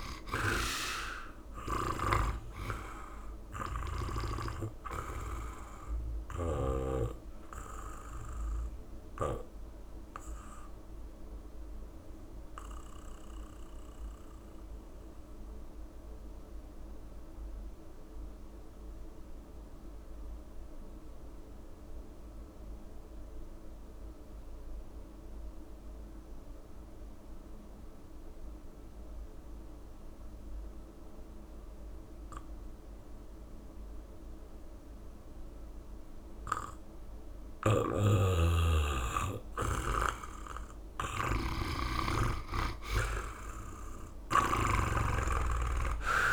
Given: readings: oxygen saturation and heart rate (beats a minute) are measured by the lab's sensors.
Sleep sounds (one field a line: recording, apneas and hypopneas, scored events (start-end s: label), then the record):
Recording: breathing in sleep by a room microphone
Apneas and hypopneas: 1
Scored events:
0.00-2.00 s: snoring (device-marked)
0.00-18.00 s: oxygen desaturation (device-marked, oxygen 83% lowest, heart rate 64 extreme)
5.50-39.50 s: obstructive apnea (oxygen 99% before, 83% lowest, heart rate 70 before, 64 extreme, up 5 after)
34.00-46.33 s: oxygen desaturation (device-marked, oxygen 99% before, 84% lowest, heart rate 66 before, 67 extreme)
37.50-46.33 s: snoring (device-marked)
41.50-45.00 s: arousal
From the record:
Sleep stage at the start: N2 (light sleep)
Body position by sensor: on the back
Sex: male